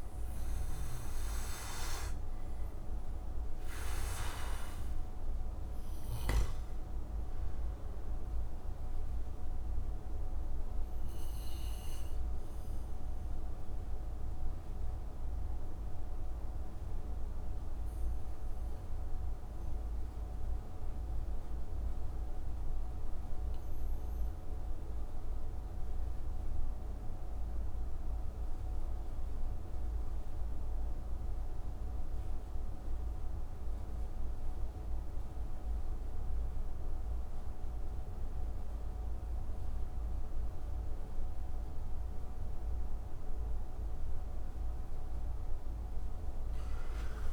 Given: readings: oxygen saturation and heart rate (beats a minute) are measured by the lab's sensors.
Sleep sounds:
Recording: breathing in sleep, hard to hear, by a room microphone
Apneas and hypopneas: 1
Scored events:
0.00-24.50 s: oxygen desaturation (device-marked, oxygen 78% lowest)
9.00-43.00 s: obstructive apnea (oxygen 97% before, 75% lowest)
38.50-47.33 s: new sleep stage, N1 (lightest sleep)
45.50-47.33 s: oxygen desaturation (device-marked, oxygen 97% before, 75% lowest)
46.00-47.33 s: arousal
From the record:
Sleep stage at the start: REM sleep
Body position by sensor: on the back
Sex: male

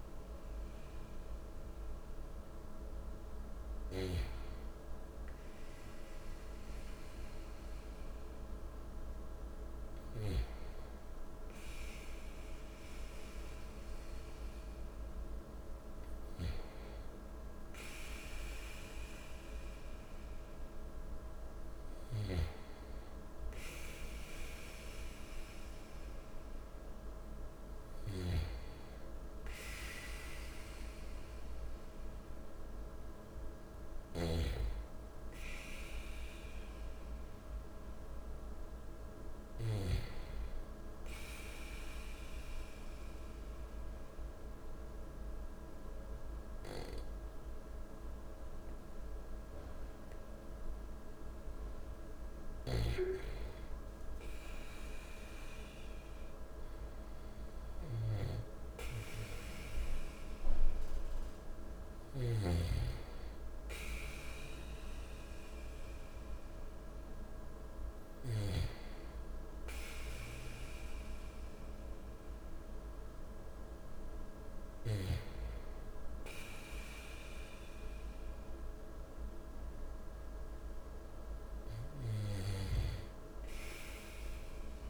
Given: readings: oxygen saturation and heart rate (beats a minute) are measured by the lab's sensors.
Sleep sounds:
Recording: breathing in sleep by a room microphone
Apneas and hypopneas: 1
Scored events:
28.00-34.50 s: snoring (device-marked)
41.50-52.50 s: obstructive apnea (oxygen 98% before, 96% lowest, heart rate 58 before, 57 extreme, up 2 after)
55.00-59.00 s: arousal
From the record:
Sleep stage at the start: N2 (light sleep)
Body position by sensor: on the back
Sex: male

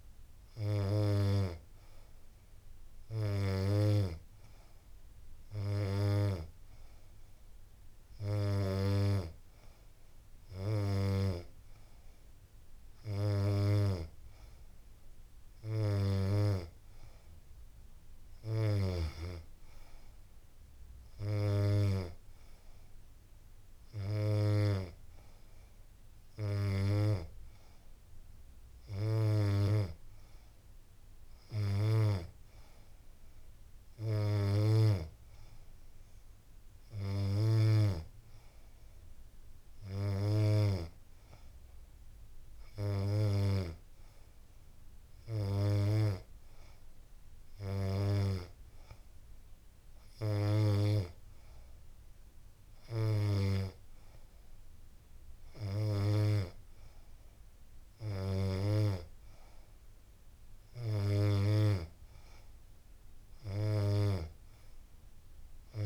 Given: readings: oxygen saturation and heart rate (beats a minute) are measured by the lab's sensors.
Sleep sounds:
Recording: breathing in sleep by a room microphone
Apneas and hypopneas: none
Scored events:
none scored
From the record:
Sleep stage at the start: N2 (light sleep)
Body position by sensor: on the back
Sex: female

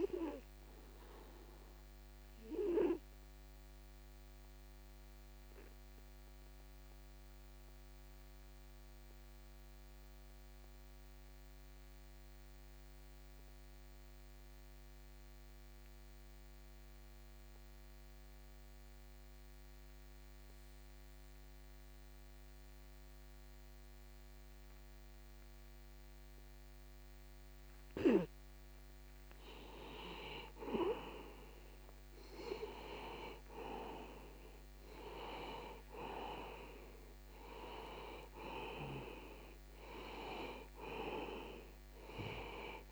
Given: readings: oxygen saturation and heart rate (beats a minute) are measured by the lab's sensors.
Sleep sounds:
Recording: breathing in sleep by a microphone on the trachea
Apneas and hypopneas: 1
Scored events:
0.00-23.00 s: oxygen desaturation (device-marked, oxygen 85% lowest)
1.50-29.50 s: obstructive apnea (oxygen 96% before, 85% lowest)
31.50-35.00 s: arousal
37.00-42.92 s: oxygen desaturation (device-marked, oxygen 97% before, 86% lowest)
From the record:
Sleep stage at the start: N2 (light sleep)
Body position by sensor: on the back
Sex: male

